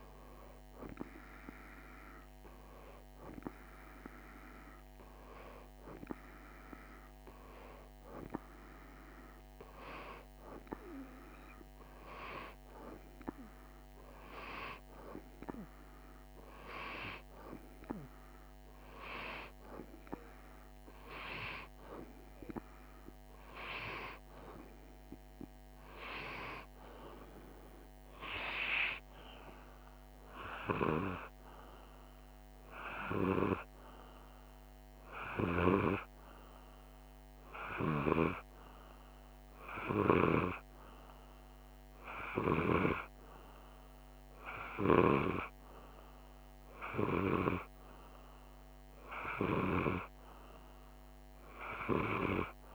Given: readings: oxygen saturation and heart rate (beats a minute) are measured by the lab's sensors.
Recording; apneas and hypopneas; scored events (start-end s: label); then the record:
breathing in sleep by a microphone on the trachea; none
none scored
From the record:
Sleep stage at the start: N2 (light sleep); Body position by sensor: on the right side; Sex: male